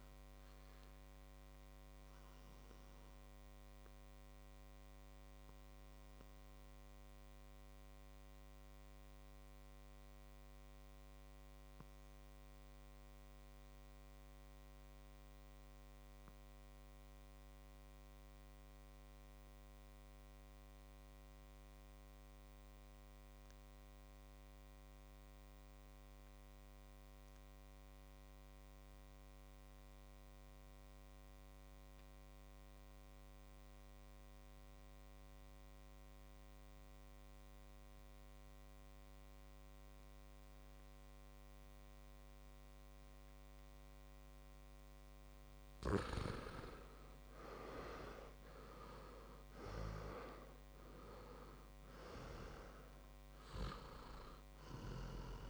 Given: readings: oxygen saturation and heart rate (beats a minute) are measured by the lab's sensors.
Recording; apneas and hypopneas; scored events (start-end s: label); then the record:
breathing in sleep by a microphone on the trachea; 1
0.00-7.50 s: oxygen desaturation (device-marked, oxygen 87% lowest, heart rate 49 extreme)
1.00-44.00 s: mixed apnea (oxygen 99% before, 83% lowest, heart rate 58 before, 51 extreme, up 17 after)
29.50-55.50 s: oxygen desaturation (device-marked, oxygen 100% before, 83% lowest, heart rate 54 before, 52 extreme)
46.50-50.50 s: arousal
From the record:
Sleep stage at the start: REM sleep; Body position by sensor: on the back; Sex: male